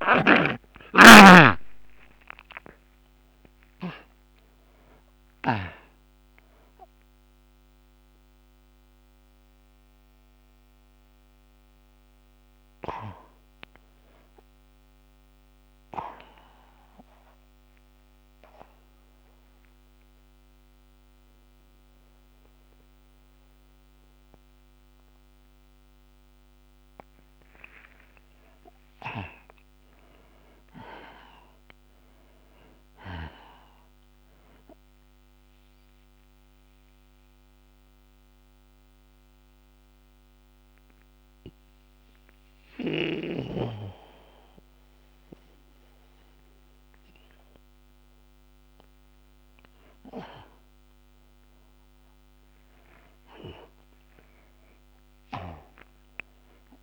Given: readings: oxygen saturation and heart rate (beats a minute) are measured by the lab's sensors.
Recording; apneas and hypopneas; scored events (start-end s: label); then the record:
breathing in sleep by a microphone on the trachea; 2
0.00-3.50 s: arousal
0.00-3.50 s: oxygen desaturation (device-marked, oxygen 91% lowest)
8.50-20.50 s: oxygen desaturation (device-marked, oxygen 93% before, 79% lowest)
17.50-27.50 s: mixed apnea (oxygen 94% before, 80% lowest)
28.00-33.50 s: arousal
32.50-52.50 s: oxygen desaturation (device-marked, oxygen 97% before, 80% lowest)
35.50-49.00 s: mixed apnea (oxygen 97% before, 75% lowest)
52.00-56.50 s: arousal
From the record:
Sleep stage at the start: N2 (light sleep); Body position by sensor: on the back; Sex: male